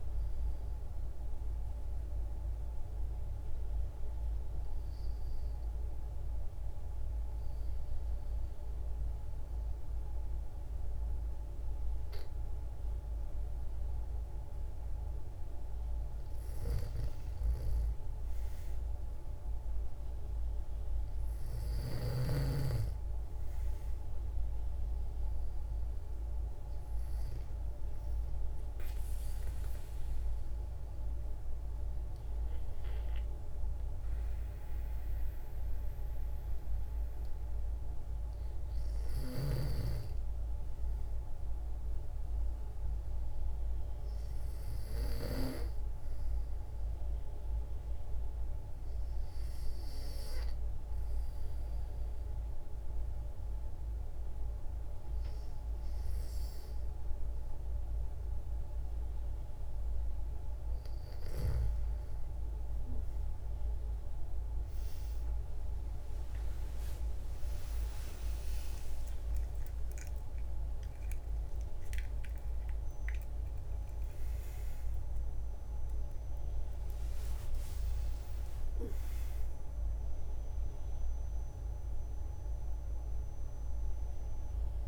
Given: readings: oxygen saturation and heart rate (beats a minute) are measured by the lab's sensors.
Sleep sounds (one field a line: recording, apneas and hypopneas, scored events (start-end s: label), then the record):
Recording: breathing in sleep, hard to hear, by a room microphone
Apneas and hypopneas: 3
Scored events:
1.00-15.50 s: obstructive apnea (oxygen 96% before, 91% lowest, heart rate 59 before, 55 extreme, up 7 after)
17.50-21.00 s: arousal
21.50-41.50 s: oxygen desaturation (device-marked, oxygen 96% before, 91% lowest, heart rate 57 before, 56 extreme)
27.50-38.50 s: obstructive apnea (oxygen 96% before, 91% lowest, heart rate 58 before, 56 extreme, up 4 after)
42.00-45.00 s: arousal
48.00-59.50 s: hypopnea (oxygen 96% before, 93% lowest, heart rate 59 before, 56 extreme, up 9 after)
76.50-84.88 s: new sleep stage, awake
From the record:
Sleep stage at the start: N2 (light sleep)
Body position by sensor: on the back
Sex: female